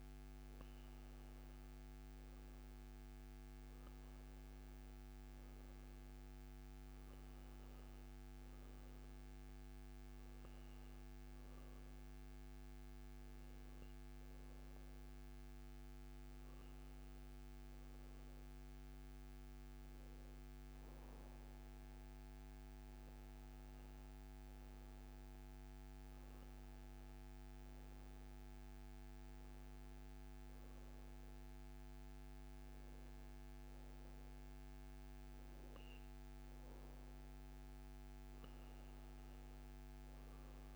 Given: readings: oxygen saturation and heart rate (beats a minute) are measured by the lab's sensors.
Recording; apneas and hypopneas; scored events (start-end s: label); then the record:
breathing in sleep, hard to hear, by a microphone on the trachea; none
0.00-20.50 s: oxygen desaturation (device-marked, oxygen 91% lowest, heart rate 65 extreme)
From the record:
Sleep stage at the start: N2 (light sleep); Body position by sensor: on the back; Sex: male